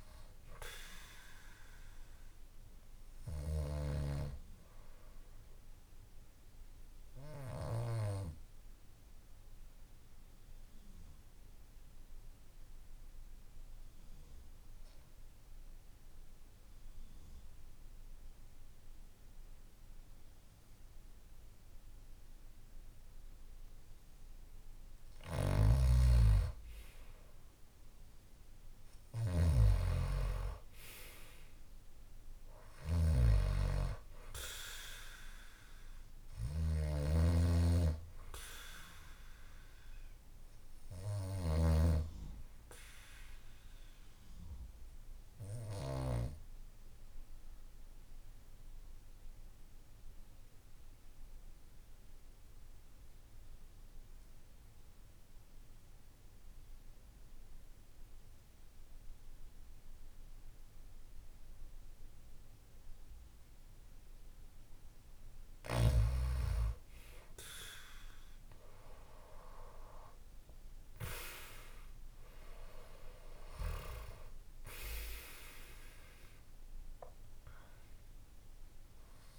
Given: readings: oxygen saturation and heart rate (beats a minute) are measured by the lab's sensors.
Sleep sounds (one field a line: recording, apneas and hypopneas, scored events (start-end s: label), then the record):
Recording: breathing in sleep by a room microphone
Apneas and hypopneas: 2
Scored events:
7.00-24.00 s: obstructive apnea (oxygen 97% before, 91% lowest, heart rate 59 before, 55 extreme, up 4 after)
8.00-22.00 s: oxygen desaturation (device-marked, oxygen 95% before, 91% lowest, heart rate 59 before, 55 extreme)
25.00-29.50 s: arousal
25.00-41.50 s: snoring (device-marked)
43.00-64.00 s: obstructive apnea (oxygen 97% before, 89% lowest, heart rate 58 before, 53 extreme, up 7 after)
46.00-59.00 s: oxygen desaturation (device-marked, oxygen 95% before, 91% lowest, heart rate 58 before, 54 extreme)
69.00-74.00 s: arousal
From the record:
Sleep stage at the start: N2 (light sleep)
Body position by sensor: on the back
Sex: male